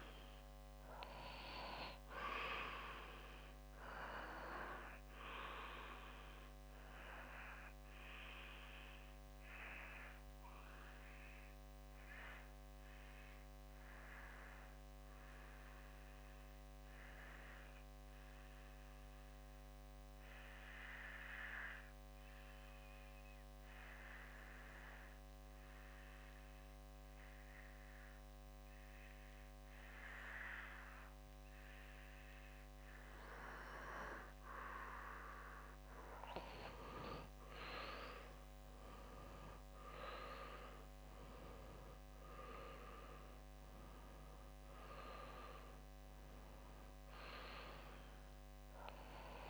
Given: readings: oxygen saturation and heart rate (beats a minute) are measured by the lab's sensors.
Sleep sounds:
breathing in sleep by a microphone on the trachea; 1
6.50-34.00 s: obstructive apnea (oxygen 97% before, 94% lowest, heart rate 66 before, 60 extreme, up 4 after)
22.00-36.00 s: oxygen desaturation (device-marked, oxygen 97% before, 94% lowest, heart rate 61 before, 61 extreme)
37.00-41.50 s: arousal
From the record:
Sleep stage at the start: REM sleep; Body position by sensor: on the back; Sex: male

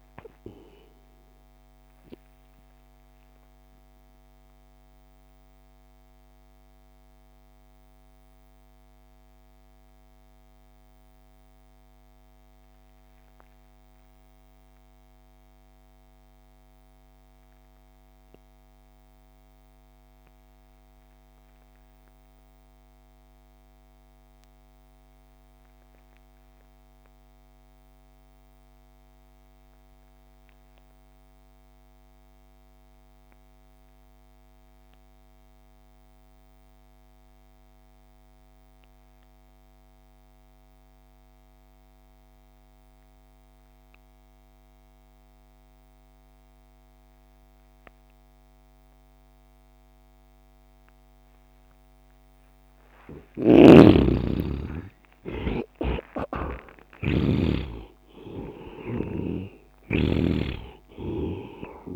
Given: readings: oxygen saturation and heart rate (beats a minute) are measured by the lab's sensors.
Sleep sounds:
breathing in sleep by a microphone on the trachea; 1
0.00-22.00 s: oxygen desaturation (device-marked, oxygen 84% lowest)
2.00-53.00 s: mixed apnea (oxygen 99% before, 66% lowest)
34.00-61.96 s: oxygen desaturation (device-marked, oxygen 98% before, 66% lowest)
53.50-61.96 s: snoring (device-marked)
54.00-58.00 s: arousal
From the record:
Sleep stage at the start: N2 (light sleep); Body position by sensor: on the right side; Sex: male

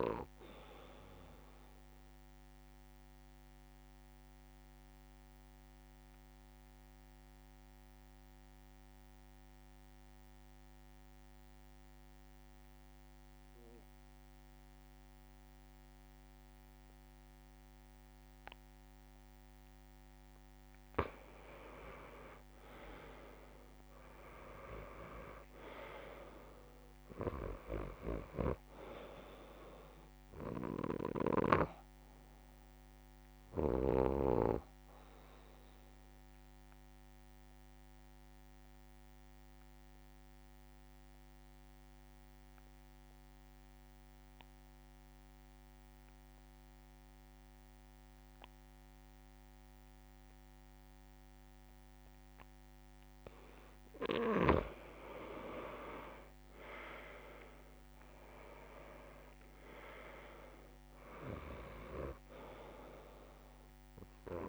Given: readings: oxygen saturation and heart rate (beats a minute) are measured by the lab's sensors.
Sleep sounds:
breathing in sleep by a microphone on the trachea; 2
0.00-14.50 s: oxygen desaturation (device-marked, oxygen 89% lowest)
1.50-20.50 s: obstructive apnea (oxygen 98% before, 88% lowest)
21.00-23.00 s: long interval between heartbeats (device-marked, heart rate 117 before, 158 extreme)
22.00-25.50 s: arousal
30.50-45.50 s: oxygen desaturation (device-marked, oxygen 97% before, 90% lowest)
36.00-53.00 s: obstructive apnea (oxygen 98% before, 88% lowest)
55.00-58.00 s: arousal
55.50-64.49 s: oxygen desaturation (device-marked, oxygen 98% before, 88% lowest)
From the record:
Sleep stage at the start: N2 (light sleep); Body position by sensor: on the back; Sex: male

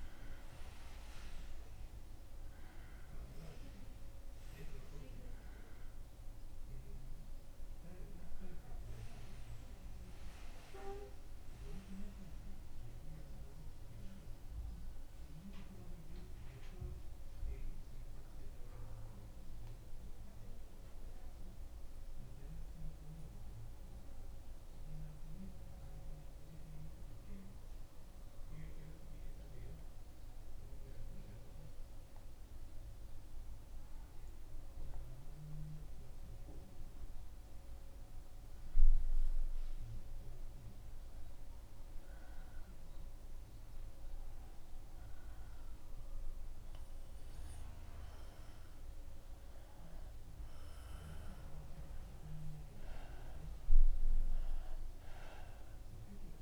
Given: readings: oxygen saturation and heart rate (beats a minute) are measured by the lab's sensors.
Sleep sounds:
breathing in sleep, hard to hear, by a room microphone; 1
14.00-36.00 s: mixed apnea (oxygen 96% before, 93% lowest, heart rate 76 before, 74 extreme, up 1 after)
31.00-51.00 s: oxygen desaturation (device-marked, oxygen 96% before, 93% lowest, heart rate 74 before, 73 extreme)
37.50-41.00 s: arousal
From the record:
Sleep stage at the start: N2 (light sleep); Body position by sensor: on the back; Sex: male

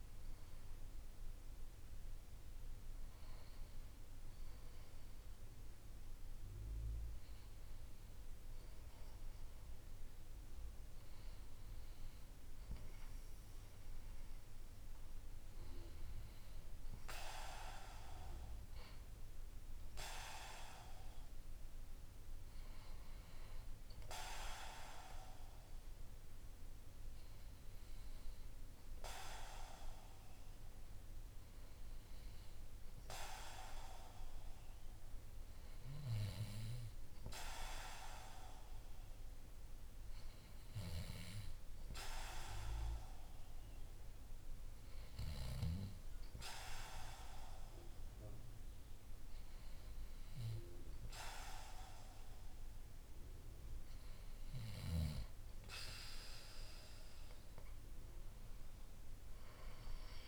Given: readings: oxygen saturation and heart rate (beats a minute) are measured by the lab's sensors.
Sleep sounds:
breathing in sleep by a room microphone; none
none scored
From the record:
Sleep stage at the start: N2 (light sleep); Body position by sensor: on the back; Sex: male

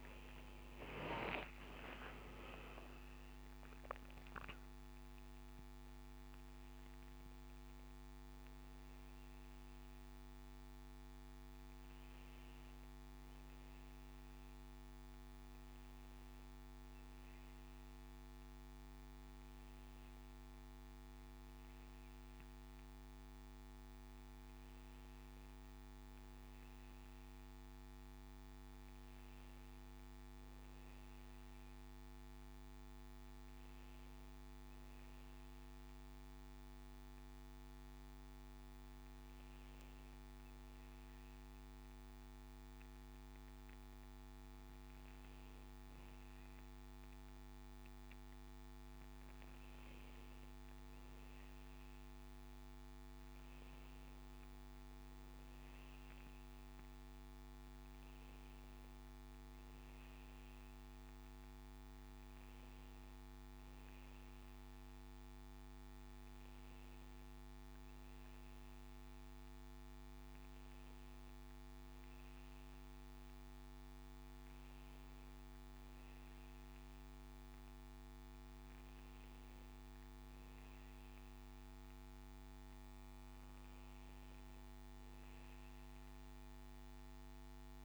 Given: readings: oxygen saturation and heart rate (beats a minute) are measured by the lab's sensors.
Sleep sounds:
breathing in sleep, hard to hear, by a microphone on the trachea; none
0.00-1.00 s: arousal
40.50-87.84 s: new sleep stage, N2 (light sleep)
From the record:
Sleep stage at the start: N1 (lightest sleep); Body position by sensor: on the back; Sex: male

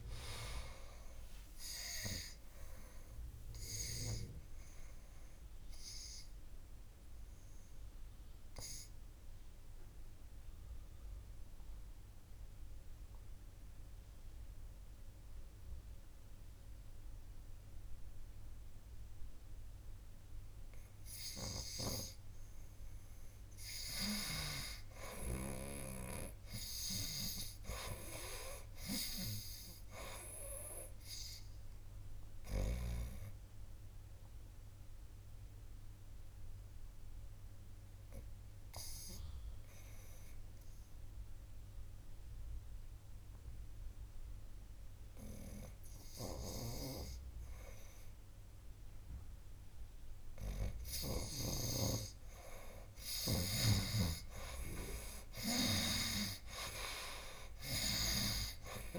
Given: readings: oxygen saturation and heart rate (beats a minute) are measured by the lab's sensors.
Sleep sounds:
breathing in sleep by a room microphone; 2
5.50-23.00 s: obstructive apnea (oxygen 98% before, 79% lowest, heart rate 60 before, 57 extreme, up 7 after)
10.50-22.50 s: oxygen desaturation (device-marked, oxygen 96% before, 90% lowest, heart rate 61 before, 57 extreme)
26.50-29.50 s: arousal
29.50-48.50 s: oxygen desaturation (device-marked, oxygen 97% before, 86% lowest, heart rate 58 before, 57 extreme)
33.00-51.50 s: obstructive apnea (oxygen 97% before, 79% lowest, heart rate 59 before, 57 extreme, up 10 after)
46.50-51.50 s: snoring (device-marked)
54.50-58.50 s: arousal
57.50-58.99 s: oxygen desaturation (device-marked, oxygen 94% before, 79% lowest, heart rate 60 before, 58 extreme)
From the record:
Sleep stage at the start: N2 (light sleep); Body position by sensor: on the right side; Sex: male

